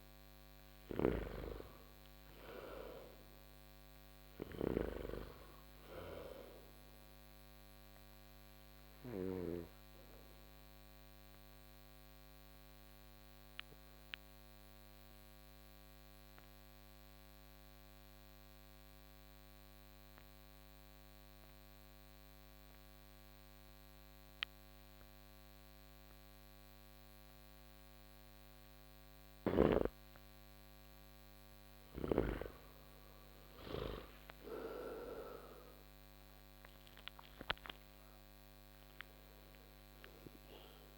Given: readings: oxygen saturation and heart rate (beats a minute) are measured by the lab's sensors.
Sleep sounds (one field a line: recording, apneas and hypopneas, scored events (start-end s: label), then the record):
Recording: breathing in sleep by a microphone on the trachea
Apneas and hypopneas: 1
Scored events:
0.00-1.00 s: snoring (device-marked)
0.00-2.00 s: arousal
7.50-25.50 s: oxygen desaturation (device-marked, oxygen 97% before, 86% lowest)
10.00-28.00 s: obstructive apnea (oxygen 97% before, 86% lowest)
29.50-33.00 s: arousal
34.50-40.98 s: oxygen desaturation (device-marked, oxygen 97% before, 87% lowest)
From the record:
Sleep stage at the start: N2 (light sleep)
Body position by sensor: on the back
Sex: male